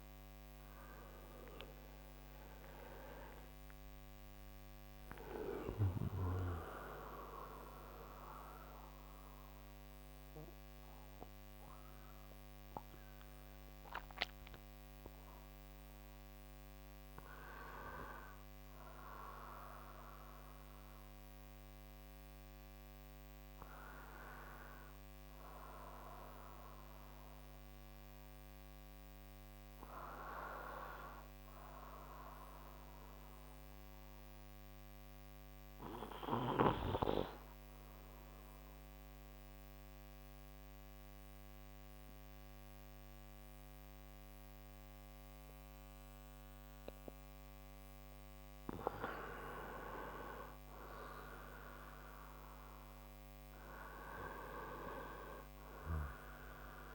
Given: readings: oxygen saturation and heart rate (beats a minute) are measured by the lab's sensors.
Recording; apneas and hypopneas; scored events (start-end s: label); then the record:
a person awake in a sleep study, by a microphone on the trachea; 1
32.00-56.95 s: new sleep stage, N1 (lightest sleep)
35.00-49.00 s: central apnea (oxygen 98% before, 90% lowest, heart rate 55 before, 66 extreme, up 12 after)
42.00-56.95 s: oxygen desaturation (device-marked, oxygen 98% before, 90% lowest, heart rate 69 before, 65 extreme)
51.50-55.00 s: arousal
From the record:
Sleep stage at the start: awake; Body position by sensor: on the front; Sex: male